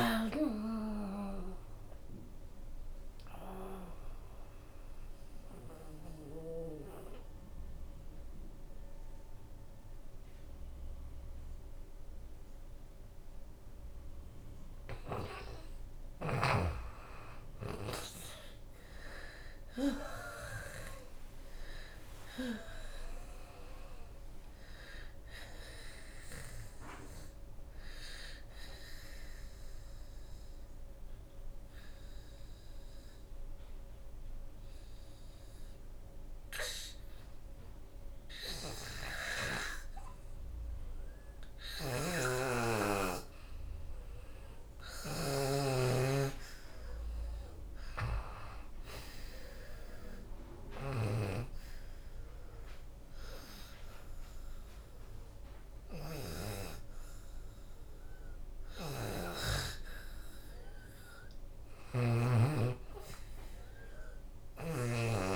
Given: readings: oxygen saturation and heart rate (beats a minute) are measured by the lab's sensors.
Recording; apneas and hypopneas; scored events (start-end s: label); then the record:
breathing in sleep by a room microphone; 3
0.00-1.50 s: arousal
0.00-9.50 s: drop in pulse transit time (device-marked, heart rate 91 extreme)
0.00-16.50 s: oxygen desaturation (device-marked, oxygen 78% lowest, heart rate 71 extreme)
2.50-15.00 s: mixed apnea (oxygen 86% before, 78% lowest, heart rate 85 before, 71 extreme, up 5 after)
17.50-22.50 s: arousal
18.50-36.50 s: oxygen desaturation (device-marked, oxygen 96% before, 85% lowest, heart rate 94 before, 68 extreme)
27.00-41.50 s: obstructive apnea (oxygen 96% before, 81% lowest, heart rate 90 before, 68 extreme, up 14 after)
43.00-46.00 s: arousal
46.50-56.50 s: drop in pulse transit time (device-marked, heart rate 75 before, 76 extreme)
48.50-63.50 s: oxygen desaturation (device-marked, oxygen 95% before, 84% lowest, heart rate 74 before, 71 extreme)
49.50-59.50 s: obstructive apnea (oxygen 95% before, 81% lowest, heart rate 74 before, 71 extreme, up 9 after)
61.50-64.00 s: arousal
From the record:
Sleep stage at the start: N2 (light sleep); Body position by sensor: on the back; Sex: female